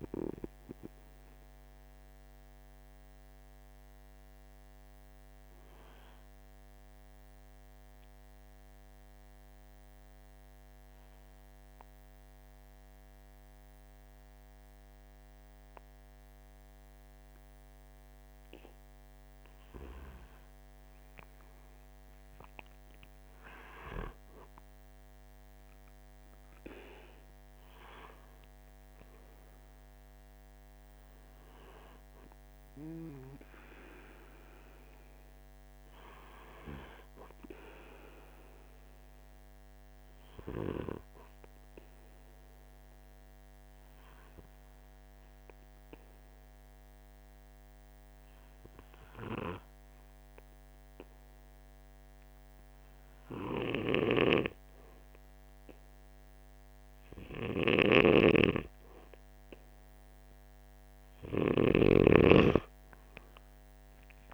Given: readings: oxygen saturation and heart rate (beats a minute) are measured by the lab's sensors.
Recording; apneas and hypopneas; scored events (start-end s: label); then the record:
breathing in sleep by a microphone on the trachea; 2
0.00-19.50 s: oxygen desaturation (device-marked, oxygen 90% lowest, heart rate 43 extreme)
7.50-20.00 s: obstructive apnea (oxygen 96% before, 90% lowest, heart rate 46 before, 45 extreme, up 13 after)
22.00-26.00 s: arousal
42.00-59.00 s: obstructive apnea (oxygen 99% before, 95% lowest, heart rate 51 before, 44 extreme, up 5 after)
60.50-63.50 s: arousal
From the record:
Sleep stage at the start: N2 (light sleep); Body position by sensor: on the right side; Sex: male